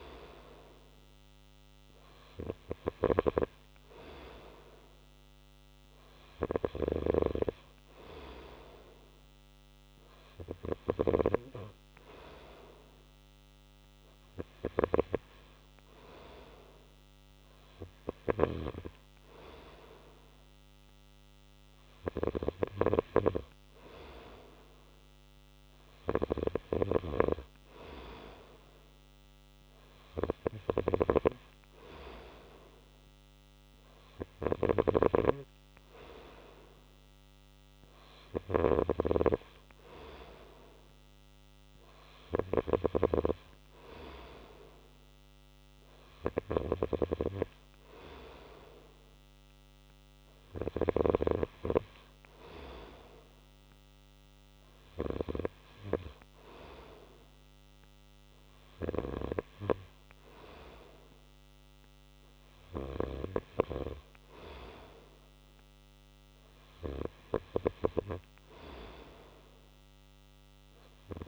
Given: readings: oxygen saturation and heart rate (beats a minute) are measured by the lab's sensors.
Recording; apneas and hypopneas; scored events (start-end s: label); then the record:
breathing in sleep by a microphone on the trachea; none
none scored
From the record:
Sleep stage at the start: N2 (light sleep); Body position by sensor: on the right side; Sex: male